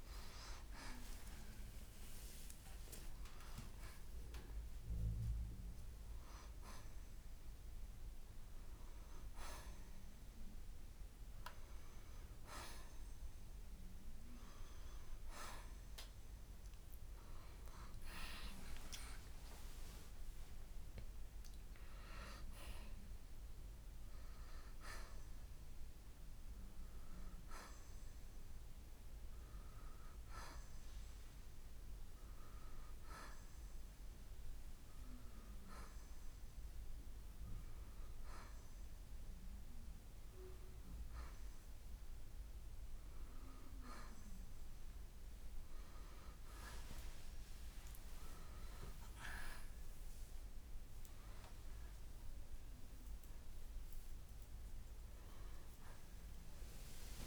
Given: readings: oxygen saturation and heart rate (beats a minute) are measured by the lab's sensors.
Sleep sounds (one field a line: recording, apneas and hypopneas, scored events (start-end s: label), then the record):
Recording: a person awake in a sleep study, by a room microphone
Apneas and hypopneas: none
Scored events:
0.00-8.00 s: oxygen desaturation (device-marked, oxygen 90% lowest, heart rate 62 extreme)
18.00-37.00 s: oxygen desaturation (device-marked, oxygen 93% before, 89% lowest, heart rate 69 before, 67 extreme)
From the record:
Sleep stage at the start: awake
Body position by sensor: on the right side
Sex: male